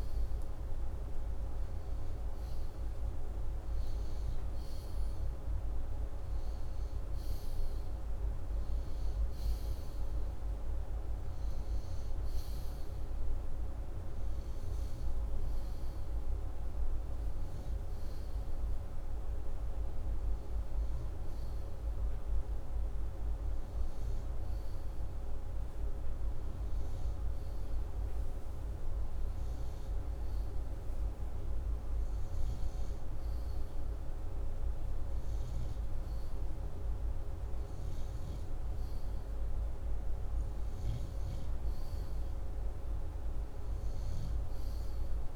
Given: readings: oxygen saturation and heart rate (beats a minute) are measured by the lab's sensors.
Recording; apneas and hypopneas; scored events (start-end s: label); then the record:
breathing in sleep, hard to hear, by a room microphone; none
none scored
From the record:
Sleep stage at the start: N2 (light sleep); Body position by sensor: upright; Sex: male